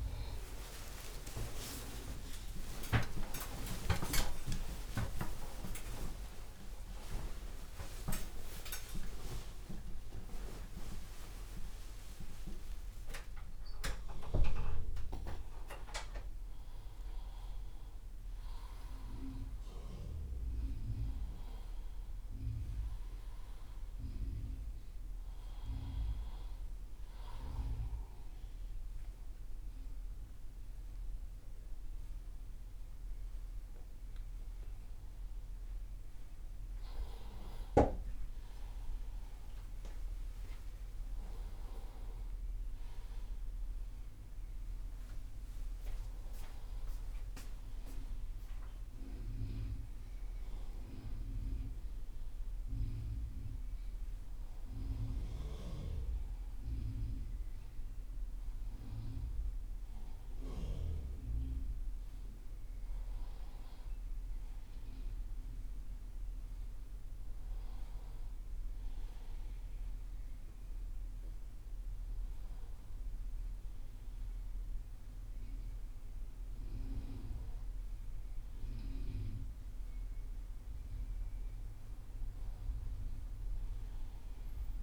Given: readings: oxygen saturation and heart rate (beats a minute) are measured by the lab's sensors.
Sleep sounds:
a person awake in a sleep study, by a room microphone; none
0.00-3.50 s: oxygen desaturation (device-marked, oxygen 86% lowest)
3.50-84.83 s: new sleep stage, awake
29.50-35.50 s: oxygen desaturation (device-marked, oxygen 99% before, 94% lowest)
From the record:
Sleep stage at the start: N2 (light sleep); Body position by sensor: on the right side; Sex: male

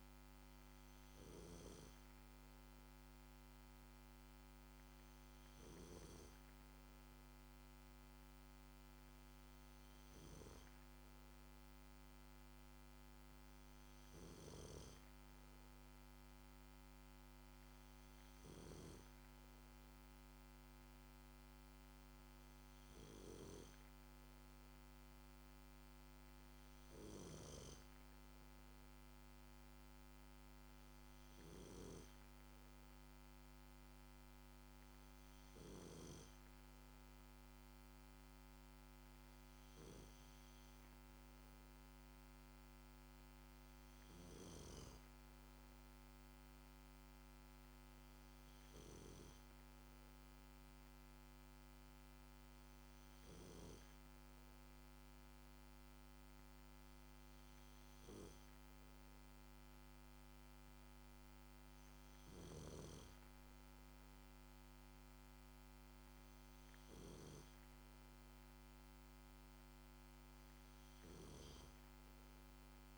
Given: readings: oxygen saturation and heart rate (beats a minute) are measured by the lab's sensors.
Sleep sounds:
breathing in sleep by a microphone on the trachea; none
none scored
From the record:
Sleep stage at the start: N2 (light sleep); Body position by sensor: on the back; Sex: male

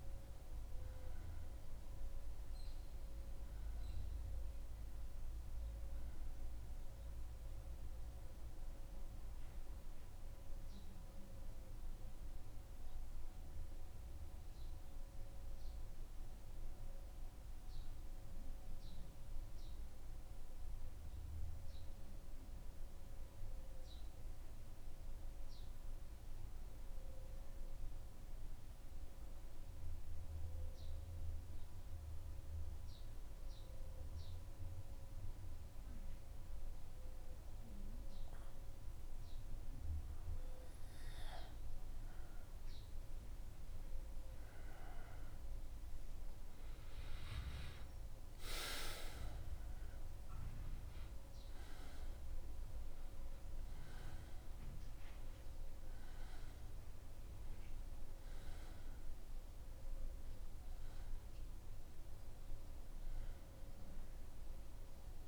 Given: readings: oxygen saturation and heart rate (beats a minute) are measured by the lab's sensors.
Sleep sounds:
breathing in sleep, hard to hear, by a room microphone; 1
0.00-10.00 s: oxygen desaturation (device-marked, oxygen 92% lowest, heart rate 75 extreme)
12.50-39.50 s: mixed apnea (oxygen 94% before, 92% lowest, heart rate 76 before, 72 extreme, up 4 after)
40.50-44.50 s: arousal
51.00-61.00 s: oxygen desaturation (device-marked, oxygen 95% before, 92% lowest, heart rate 76 before, 75 extreme)
From the record:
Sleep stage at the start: N1 (lightest sleep); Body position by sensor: on the back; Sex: male

